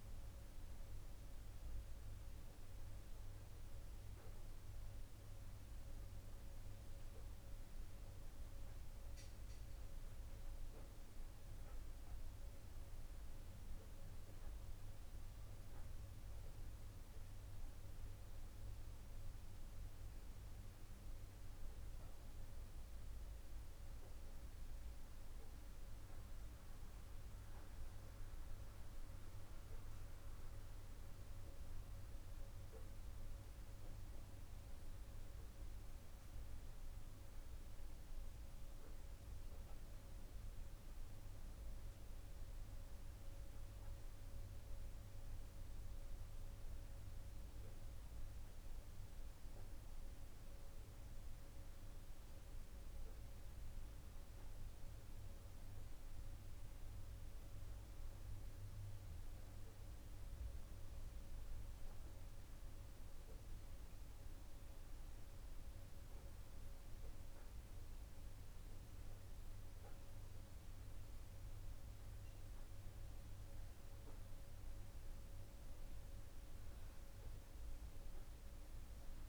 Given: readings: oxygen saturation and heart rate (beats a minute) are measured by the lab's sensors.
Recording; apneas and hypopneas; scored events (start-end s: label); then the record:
a person awake in a sleep study, hard to hear, by a room microphone; none
none scored
From the record:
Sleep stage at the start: awake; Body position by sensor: on the right side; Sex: male